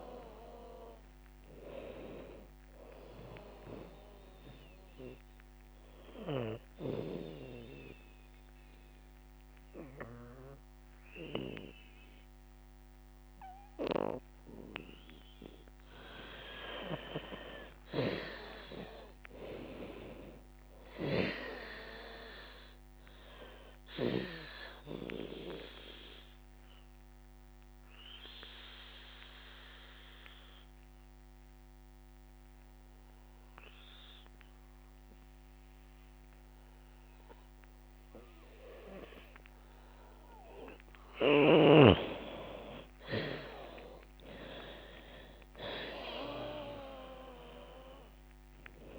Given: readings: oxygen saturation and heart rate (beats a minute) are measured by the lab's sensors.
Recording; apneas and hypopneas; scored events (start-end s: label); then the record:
breathing in sleep by a microphone on the trachea; 2
0.00-10.00 s: drop in pulse transit time (device-marked, heart rate 74 extreme)
4.00-22.00 s: oxygen desaturation (device-marked, oxygen 92% before, 82% lowest, heart rate 79 before, 61 extreme)
5.00-15.50 s: obstructive apnea (oxygen 92% before, 82% lowest, heart rate 80 before, 61 extreme, up 10 after)
16.00-21.50 s: arousal
24.00-37.00 s: oxygen desaturation (device-marked, oxygen 94% before, 84% lowest, heart rate 76 before, 59 extreme)
26.00-40.50 s: obstructive apnea (oxygen 94% before, 83% lowest, heart rate 75 before, 59 extreme, up 24 after)
42.50-46.00 s: arousal
44.00-48.99 s: drop in pulse transit time (device-marked, heart rate 67 before, 63 extreme)
From the record:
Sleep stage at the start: N2 (light sleep); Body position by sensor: on the back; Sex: female